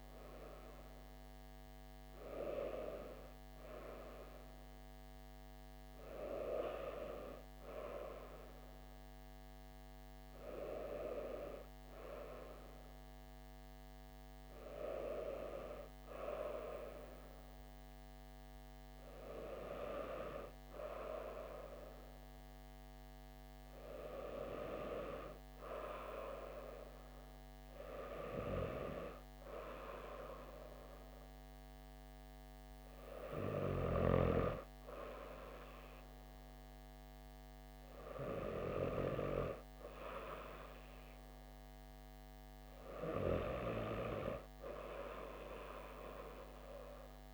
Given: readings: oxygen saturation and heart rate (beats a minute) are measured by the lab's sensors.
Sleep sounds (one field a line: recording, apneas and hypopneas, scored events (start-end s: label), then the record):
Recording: breathing in sleep by a microphone on the trachea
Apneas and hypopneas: none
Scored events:
none scored
From the record:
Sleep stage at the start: N2 (light sleep)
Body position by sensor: on the back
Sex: female